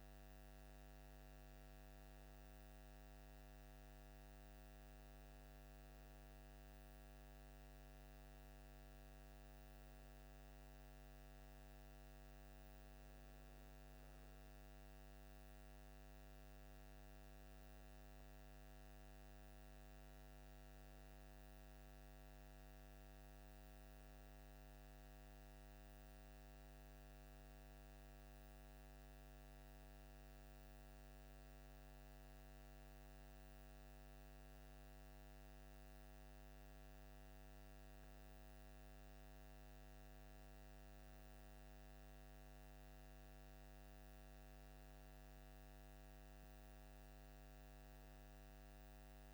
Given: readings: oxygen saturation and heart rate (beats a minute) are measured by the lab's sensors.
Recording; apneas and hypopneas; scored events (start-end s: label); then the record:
breathing in sleep, hard to hear, by a microphone on the trachea; none
none scored
From the record:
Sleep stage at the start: N2 (light sleep); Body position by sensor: on the left side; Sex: male